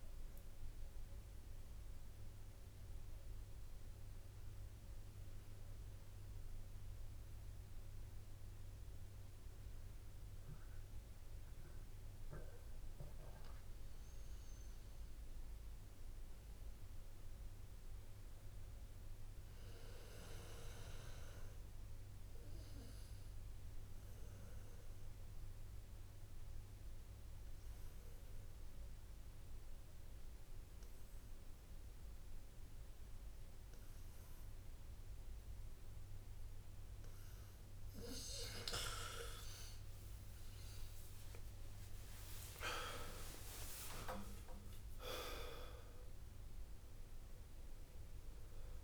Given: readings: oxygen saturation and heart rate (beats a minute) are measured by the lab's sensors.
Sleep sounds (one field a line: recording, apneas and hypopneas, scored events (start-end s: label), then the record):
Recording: breathing in sleep by a room microphone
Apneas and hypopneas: 1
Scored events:
0.00-8.00 s: oxygen desaturation (device-marked, oxygen 96% lowest)
24.50-38.50 s: obstructive apnea (oxygen 99% before, 92% lowest)
41.00-46.50 s: arousal
43.00-48.84 s: oxygen desaturation (device-marked, oxygen 98% before, 92% lowest)
From the record:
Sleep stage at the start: N2 (light sleep)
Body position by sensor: on the back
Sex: male